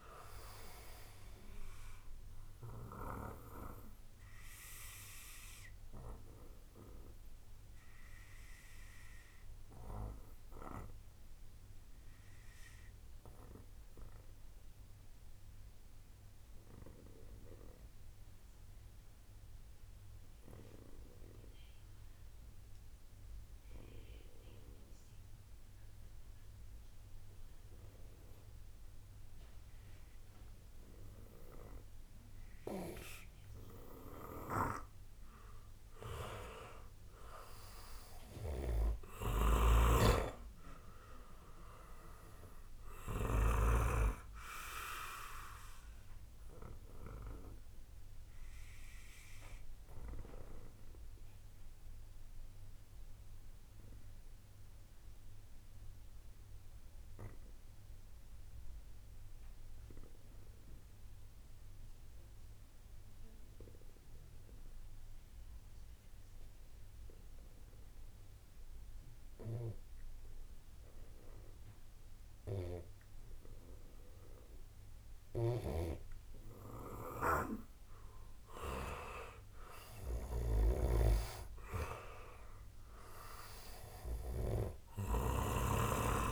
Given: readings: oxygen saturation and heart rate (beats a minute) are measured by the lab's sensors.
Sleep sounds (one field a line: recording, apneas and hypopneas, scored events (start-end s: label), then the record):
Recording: breathing in sleep by a room microphone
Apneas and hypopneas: 2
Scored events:
3.50-33.00 s: obstructive apnea (oxygen 97% before, 93% lowest, heart rate 65 before, 44 extreme, up 16 after)
34.00-43.50 s: snoring (device-marked)
34.00-63.00 s: oxygen desaturation (device-marked, oxygen 97% before, 93% lowest, heart rate 63 before, 53 extreme)
34.50-38.50 s: arousal
45.00-75.00 s: obstructive apnea (oxygen 98% before, 92% lowest, heart rate 56 before, 53 extreme, up 0 after)
75.00-86.32 s: snoring (device-marked)
77.00-86.32 s: oxygen desaturation (device-marked, oxygen 97% before, 92% lowest, heart rate 64 before, 45 extreme)
78.50-82.00 s: arousal
From the record:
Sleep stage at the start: N2 (light sleep)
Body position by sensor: on the right side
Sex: male